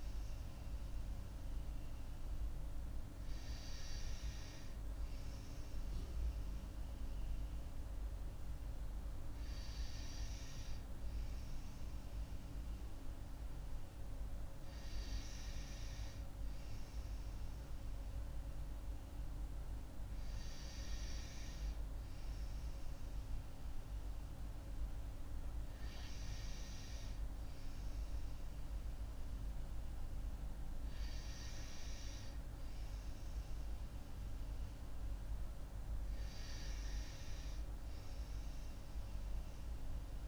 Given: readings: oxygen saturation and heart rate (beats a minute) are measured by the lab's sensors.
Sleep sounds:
breathing in sleep, hard to hear, by a room microphone; none
none scored
From the record:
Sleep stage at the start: N2 (light sleep); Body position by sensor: on the right side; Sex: female

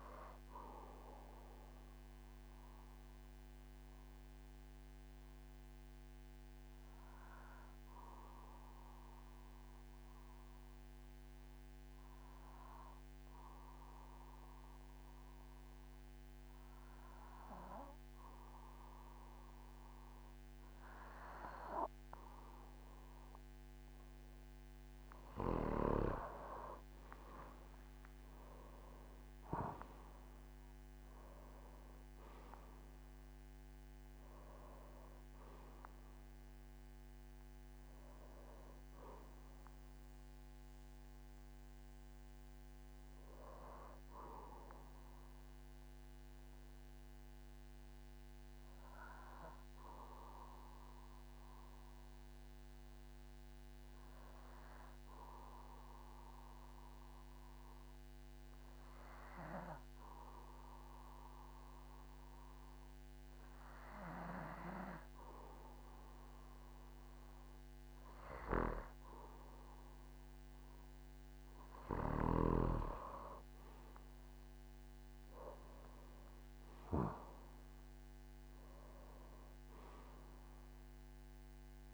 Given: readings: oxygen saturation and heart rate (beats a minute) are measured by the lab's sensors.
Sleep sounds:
breathing in sleep by a microphone on the trachea; 2
0.00-9.00 s: oxygen desaturation (device-marked, oxygen 92% lowest, heart rate 47 extreme)
2.50-24.50 s: obstructive apnea (oxygen 98% before, 92% lowest, heart rate 76 before, 46 extreme, up 26 after)
27.00-29.00 s: long interval between heartbeats (device-marked, heart rate 50 before, 64 extreme)
27.00-32.00 s: arousal
28.00-54.00 s: oxygen desaturation (device-marked, oxygen 98% before, 92% lowest, heart rate 51 before, 46 extreme)
47.50-67.00 s: obstructive apnea (oxygen 98% before, 92% lowest, heart rate 61 before, 46 extreme, up 9 after)
72.00-81.94 s: oxygen desaturation (device-marked, oxygen 98% before, 93% lowest, heart rate 50 before, 46 extreme)
73.00-78.50 s: arousal
From the record:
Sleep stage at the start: N2 (light sleep); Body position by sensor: on the back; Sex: male

